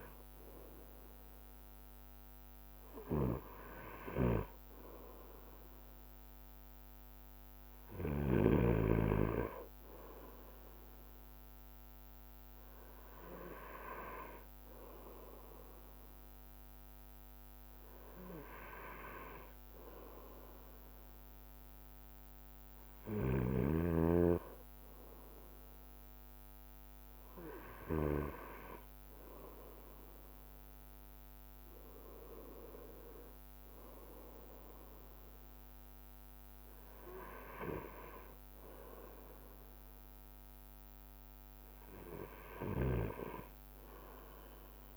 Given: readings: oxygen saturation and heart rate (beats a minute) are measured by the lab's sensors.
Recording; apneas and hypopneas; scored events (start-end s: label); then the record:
breathing in sleep by a microphone on the trachea; none
0.00-13.50 s: bradycardia (device-marked, heart rate 57 extreme)
3.50-9.00 s: snoring (device-marked)
19.50-28.50 s: bradycardia (device-marked, heart rate 44 before, 58 extreme)
36.50-44.97 s: bradycardia (device-marked, heart rate 46 before, 58 extreme)
From the record:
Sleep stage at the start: N2 (light sleep); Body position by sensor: on the right side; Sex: male